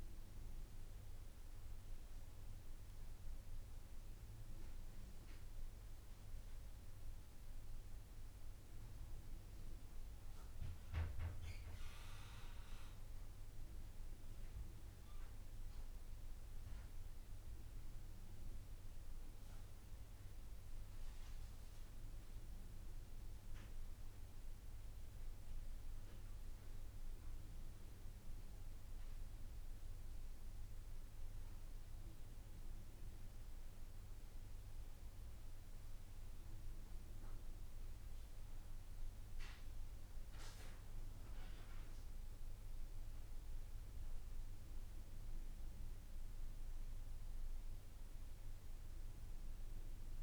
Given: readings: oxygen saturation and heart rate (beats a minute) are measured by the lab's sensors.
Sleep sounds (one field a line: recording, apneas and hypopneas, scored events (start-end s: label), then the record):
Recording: breathing in sleep, hard to hear, by a room microphone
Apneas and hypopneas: none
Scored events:
none scored
From the record:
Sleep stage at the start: N2 (light sleep)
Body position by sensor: on the back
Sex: male